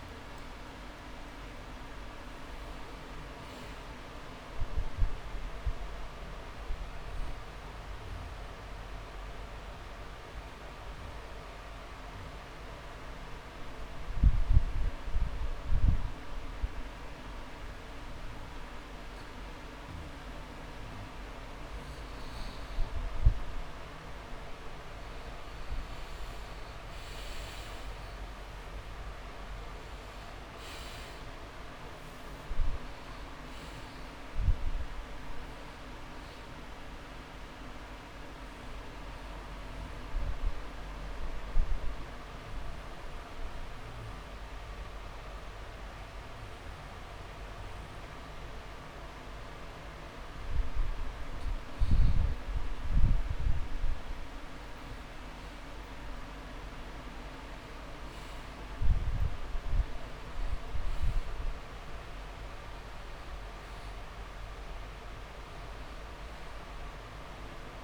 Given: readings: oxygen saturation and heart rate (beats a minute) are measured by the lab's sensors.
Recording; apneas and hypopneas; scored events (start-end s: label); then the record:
breathing in sleep, hard to hear, by a room microphone; 2
3.50-6.50 s: arousal
8.50-20.50 s: obstructive apnea (oxygen 98% before, 93% lowest)
26.00-31.50 s: arousal
33.50-35.50 s: long interval between heartbeats (device-marked)
40.00-52.00 s: obstructive apnea (oxygen 99% before, 93% lowest)
47.00-60.00 s: oxygen desaturation (device-marked, oxygen 97% before, 93% lowest)
57.50-59.50 s: long interval between heartbeats (device-marked)
62.50-66.00 s: arousal
From the record:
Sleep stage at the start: N2 (light sleep); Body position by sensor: on the back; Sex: male